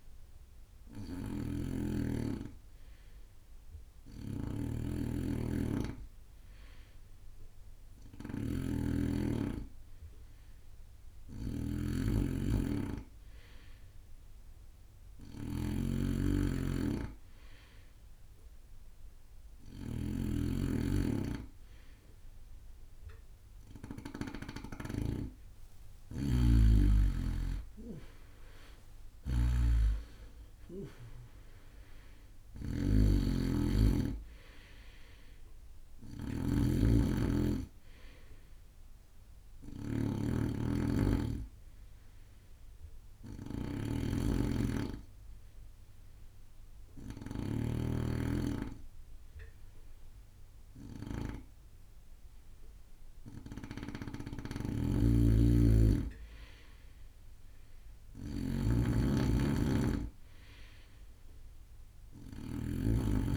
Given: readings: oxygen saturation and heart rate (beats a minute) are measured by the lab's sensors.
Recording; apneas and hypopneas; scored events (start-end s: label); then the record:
breathing in sleep by a room microphone; 2
0.00-24.50 s: snoring (device-marked)
1.00-13.50 s: hypopnea (oxygen 96% before, 92% lowest)
16.50-19.50 s: arousal
26.50-63.37 s: snoring (device-marked)
44.00-54.50 s: hypopnea (oxygen 94% before, 92% lowest)
56.50-60.00 s: arousal
From the record:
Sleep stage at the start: N2 (light sleep); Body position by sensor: on the right side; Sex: male